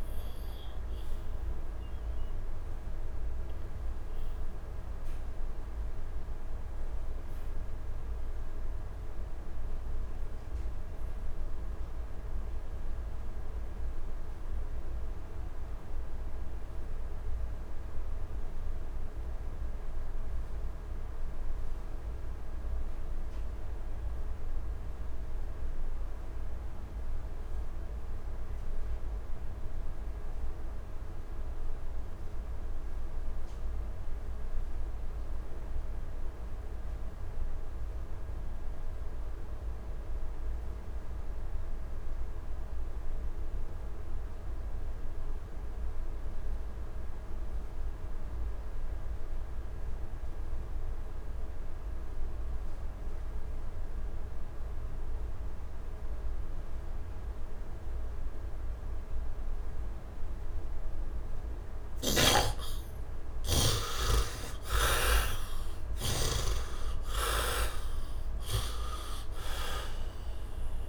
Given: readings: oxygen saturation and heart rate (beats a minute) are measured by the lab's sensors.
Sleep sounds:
breathing in sleep by a room microphone; 1
0.00-11.50 s: oxygen desaturation (device-marked, oxygen 60% lowest, heart rate 71 extreme)
1.50-60.00 s: obstructive apnea (heart rate 81 before, 63 extreme, up 19 after)
13.50-70.89 s: oxygen desaturation (device-marked, heart rate 75 before, 63 extreme)
63.00-66.50 s: arousal
From the record:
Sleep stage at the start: N2 (light sleep); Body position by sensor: on the back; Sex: male

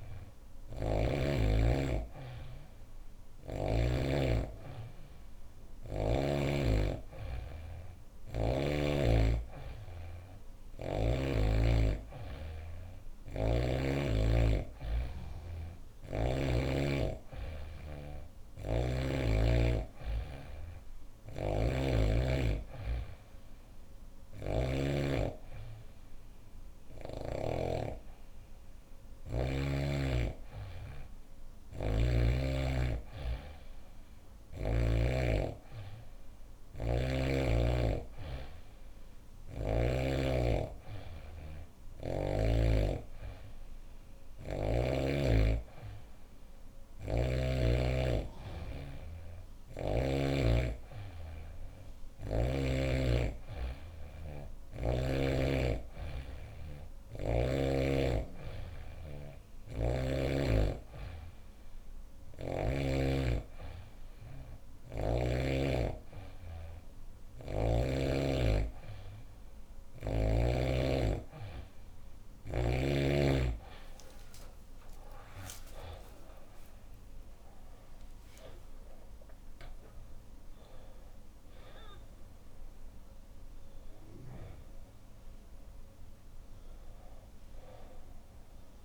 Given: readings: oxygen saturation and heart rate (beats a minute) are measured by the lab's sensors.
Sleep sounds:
breathing in sleep by a room microphone; none
18.00-24.50 s: snoring (device-marked)
59.00-62.50 s: snoring (device-marked)
61.50-88.85 s: new sleep stage, N2 (light sleep)
73.50-78.50 s: arousal
From the record:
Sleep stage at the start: N3 (deep sleep); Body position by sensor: on the back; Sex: female

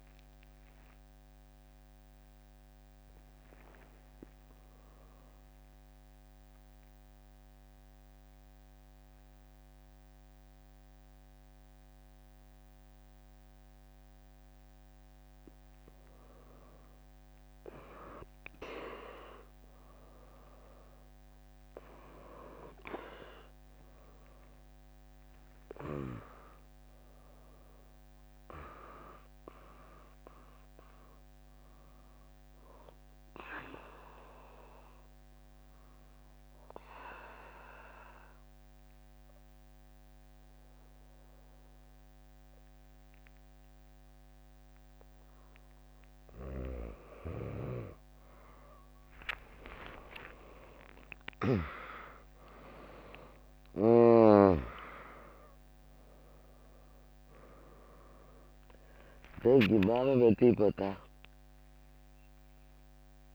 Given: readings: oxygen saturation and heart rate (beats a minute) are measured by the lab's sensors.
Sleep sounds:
a person partly awake in a sleep study, by a microphone on the trachea; 2
0.00-2.00 s: long interval between heartbeats (device-marked, heart rate 72 before, 109 extreme)
0.00-5.50 s: tachycardia (device-marked, heart rate 126 extreme)
0.00-6.50 s: drop in pulse transit time (device-marked, heart rate 68 extreme)
0.00-12.50 s: oxygen desaturation (device-marked, oxygen 95% lowest, heart rate 77 extreme)
3.00-5.00 s: long interval between heartbeats (device-marked, heart rate 77 before, 119 extreme)
5.00-16.00 s: central apnea (oxygen 100% before, 95% lowest, heart rate 81 before, 71 extreme, up 6 after)
17.50-22.50 s: arousal
23.50-25.50 s: long interval between heartbeats (device-marked, heart rate 92 before, 89 extreme)
25.50-37.50 s: drop in pulse transit time (device-marked, heart rate 88 before, 76 extreme)
27.00-29.00 s: long interval between heartbeats (device-marked, heart rate 87 before, 100 extreme)
31.50-46.00 s: obstructive apnea (oxygen 100% before, 95% lowest, heart rate 87 before, 61 extreme, up 24 after)
45.50-63.35 s: new sleep stage, awake
49.50-63.35 s: oxygen desaturation (device-marked, oxygen 99% before, 95% lowest, heart rate 73 before, 74 extreme)
50.00-52.00 s: long interval between heartbeats (device-marked, heart rate 73 before, 80 extreme)
53.50-63.35 s: drop in pulse transit time (device-marked, heart rate 71 before, 74 extreme)
59.50-61.50 s: long interval between heartbeats (device-marked, heart rate 73 before, 97 extreme)
From the record:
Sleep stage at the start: N2 (light sleep); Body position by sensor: on the back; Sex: female

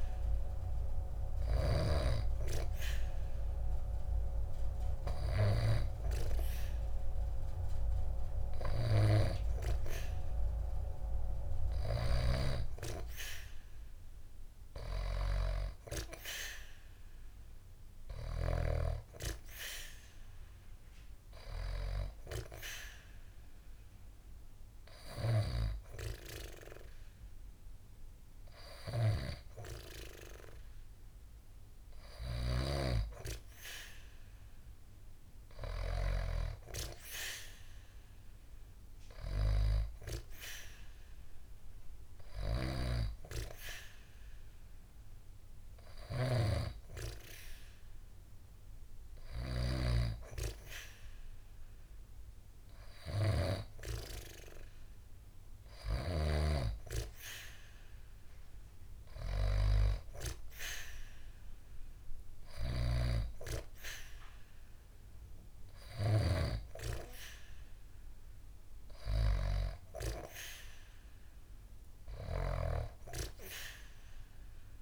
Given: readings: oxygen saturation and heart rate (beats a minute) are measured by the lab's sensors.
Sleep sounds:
breathing in sleep by a room microphone; none
none scored
From the record:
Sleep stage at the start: N2 (light sleep); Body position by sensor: on the back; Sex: female

